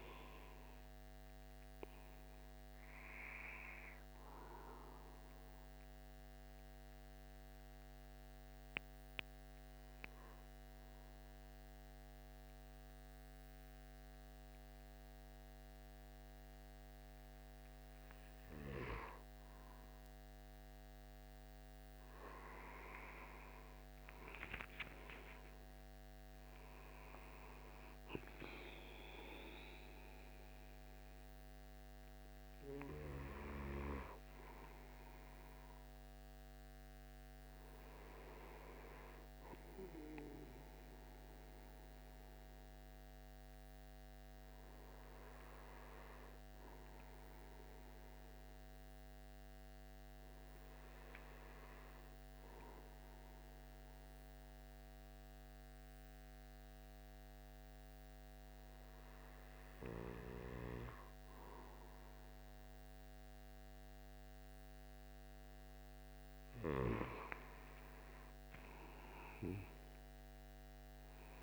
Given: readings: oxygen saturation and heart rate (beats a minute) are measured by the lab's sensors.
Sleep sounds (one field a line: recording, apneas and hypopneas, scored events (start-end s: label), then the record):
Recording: breathing in sleep by a microphone on the trachea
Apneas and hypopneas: 2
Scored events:
5.00-18.00 s: hypopnea (oxygen 96% before, 93% lowest, heart rate 113 before, 68 extreme, up 9 after)
21.00-25.50 s: arousal
24.50-41.50 s: oxygen desaturation (device-marked, oxygen 98% before, 93% lowest, heart rate 78 before, 67 extreme)
49.00-65.00 s: hypopnea (oxygen 97% before, 93% lowest, heart rate 71 before, 73 extreme, up 9 after)
From the record:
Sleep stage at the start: N2 (light sleep)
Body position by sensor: on the right side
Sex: male